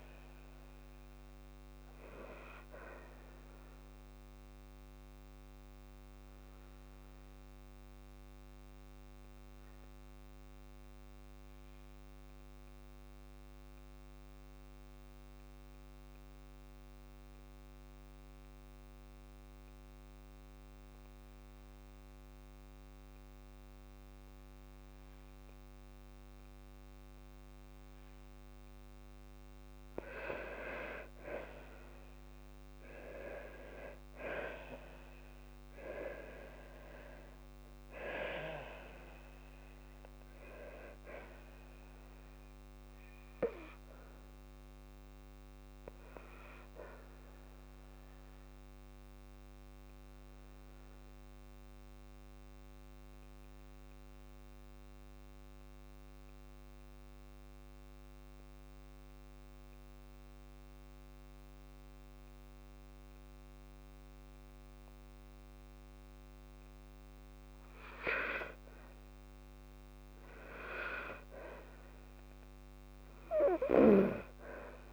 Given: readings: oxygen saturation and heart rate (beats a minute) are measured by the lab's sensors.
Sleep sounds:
breathing in sleep by a microphone on the trachea; 2
4.00-29.00 s: obstructive apnea (oxygen 98% before, 93% lowest, heart rate 59 before, 52 extreme, up 6 after)
17.50-28.50 s: oxygen desaturation (device-marked, oxygen 98% before, 93% lowest, heart rate 56 before, 53 extreme)
30.00-34.50 s: arousal
45.50-66.50 s: obstructive apnea (oxygen 98% before, 93% lowest, heart rate 57 before, 52 extreme, up 6 after)
65.50-74.93 s: oxygen desaturation (device-marked, oxygen 98% before, 93% lowest, heart rate 53 before, 53 extreme)
70.50-74.00 s: arousal
From the record:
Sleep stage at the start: N2 (light sleep); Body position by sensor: on the left side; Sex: female

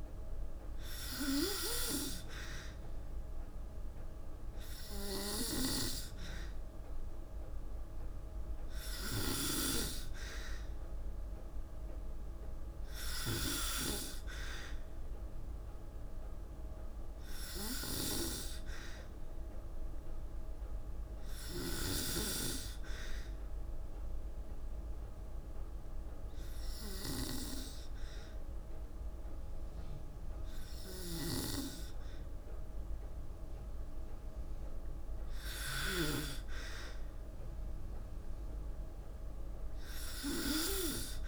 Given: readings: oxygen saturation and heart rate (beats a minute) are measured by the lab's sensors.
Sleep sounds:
breathing in sleep by a room microphone; none
17.00-21.50 s: snoring (device-marked)
30.00-35.50 s: snoring (device-marked)
From the record:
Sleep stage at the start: N2 (light sleep); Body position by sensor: on the back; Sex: female

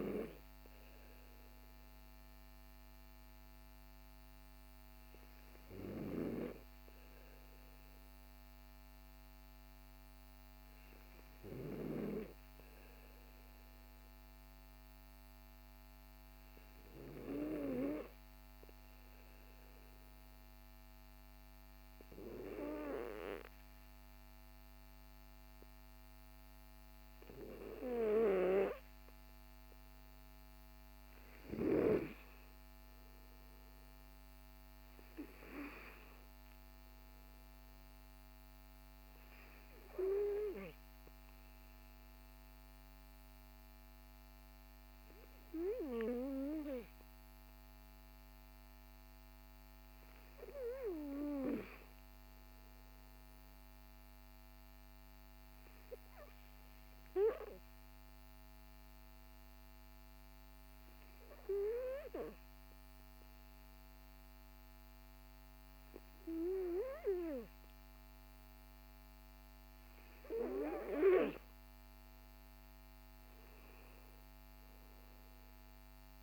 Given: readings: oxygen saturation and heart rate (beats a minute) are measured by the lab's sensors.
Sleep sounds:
breathing in sleep by a microphone on the trachea; 2
20.50-31.00 s: obstructive apnea (oxygen 97% before, 93% lowest, heart rate 52 before, 49 extreme, up 11 after)
32.50-35.50 s: arousal
36.00-55.00 s: oxygen desaturation (device-marked, oxygen 96% before, 93% lowest, heart rate 57 before, 49 extreme)
55.00-67.50 s: obstructive apnea (oxygen 96% before, 94% lowest, heart rate 56 before, 48 extreme, up 10 after)
From the record:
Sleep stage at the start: N2 (light sleep); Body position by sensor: on the back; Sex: male

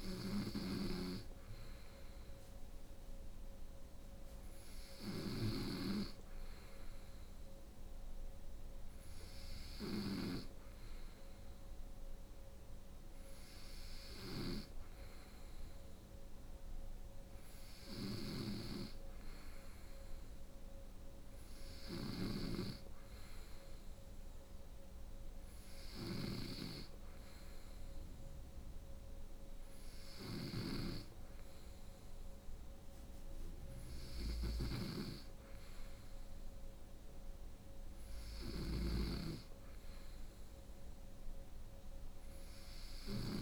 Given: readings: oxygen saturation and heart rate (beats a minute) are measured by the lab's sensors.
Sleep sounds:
breathing in sleep by a room microphone; none
0.00-43.42 s: snoring (device-marked)
From the record:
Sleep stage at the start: N3 (deep sleep); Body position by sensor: on the right side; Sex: female

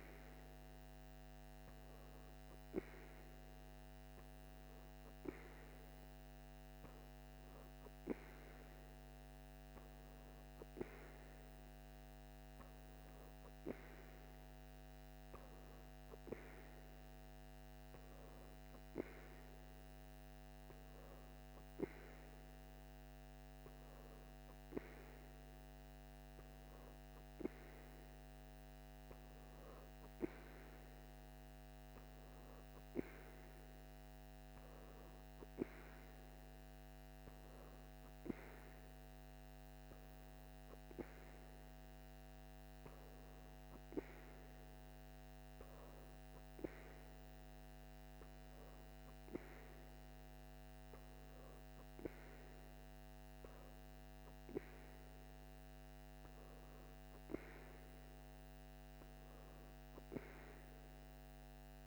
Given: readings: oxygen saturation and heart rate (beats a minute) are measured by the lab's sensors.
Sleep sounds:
breathing in sleep by a microphone on the trachea; none
none scored
From the record:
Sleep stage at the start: N3 (deep sleep); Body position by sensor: on the back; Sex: female

